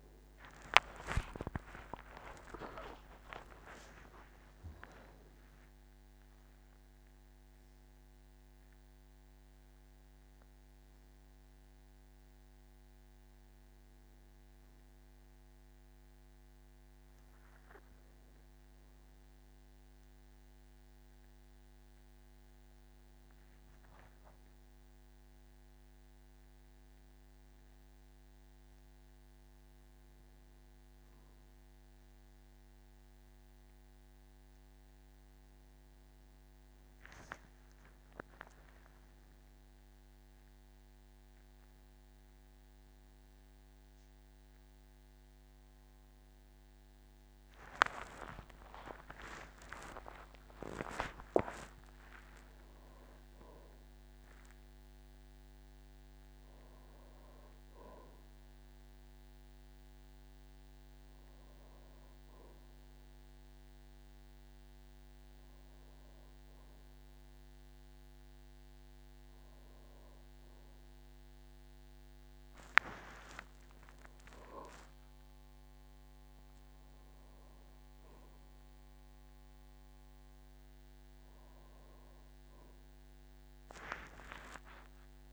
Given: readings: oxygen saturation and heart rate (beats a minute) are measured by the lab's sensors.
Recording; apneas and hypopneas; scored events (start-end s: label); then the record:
a person awake in a sleep study, by a microphone on the trachea; none
0.00-5.50 s: tachycardia (device-marked, heart rate 124 extreme)
0.00-29.50 s: oxygen desaturation (device-marked, oxygen 87% lowest, heart rate 52 extreme)
1.50-3.50 s: long interval between heartbeats (device-marked, heart rate 55 before, 99 extreme)
3.50-5.50 s: long interval between heartbeats (device-marked, heart rate 61 before, 124 extreme)
16.50-85.33 s: new sleep stage, awake
47.50-52.50 s: tachycardia (device-marked, heart rate 55 before, 125 extreme)
50.00-52.00 s: long interval between heartbeats (device-marked, heart rate 58 before, 97 extreme)
From the record:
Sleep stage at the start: N2 (light sleep); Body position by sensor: on the back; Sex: male